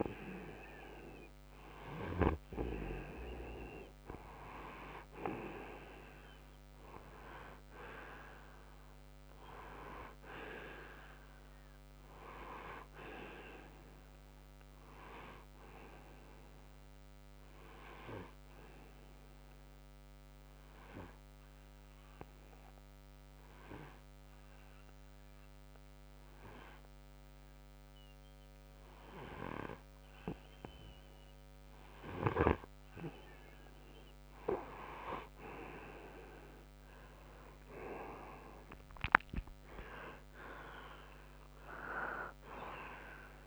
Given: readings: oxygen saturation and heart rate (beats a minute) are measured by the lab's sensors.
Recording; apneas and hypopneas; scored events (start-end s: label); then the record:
breathing in sleep by a microphone on the trachea; 1
0.00-25.00 s: oxygen desaturation (device-marked, oxygen 90% lowest, heart rate 62 extreme)
16.50-31.00 s: obstructive apnea (oxygen 95% before, 90% lowest, heart rate 66 before, 62 extreme, up 5 after)
35.50-38.50 s: arousal
From the record:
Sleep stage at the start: N2 (light sleep); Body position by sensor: on the front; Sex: male